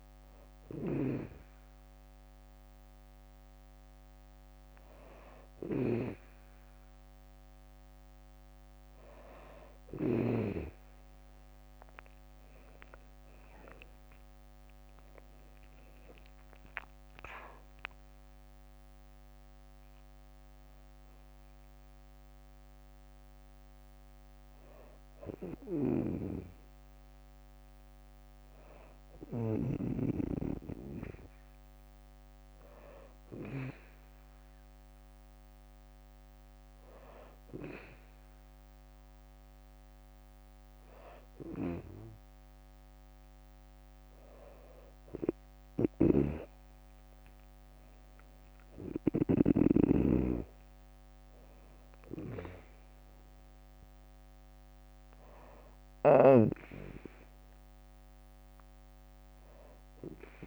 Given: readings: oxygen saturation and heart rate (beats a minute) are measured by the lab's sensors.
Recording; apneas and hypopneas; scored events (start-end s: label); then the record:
breathing in sleep by a microphone on the trachea; none
0.00-9.50 s: snoring (device-marked)
12.50-16.00 s: arousal
13.00-26.00 s: drop in pulse transit time (device-marked, heart rate 64 before, 63 extreme)
25.00-33.00 s: snoring (device-marked)
45.00-49.00 s: snoring (device-marked)
47.00-59.00 s: drop in pulse transit time (device-marked, heart rate 61 before, 63 extreme)
48.50-51.50 s: arousal
From the record:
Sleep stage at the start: N2 (light sleep); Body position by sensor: on the back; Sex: female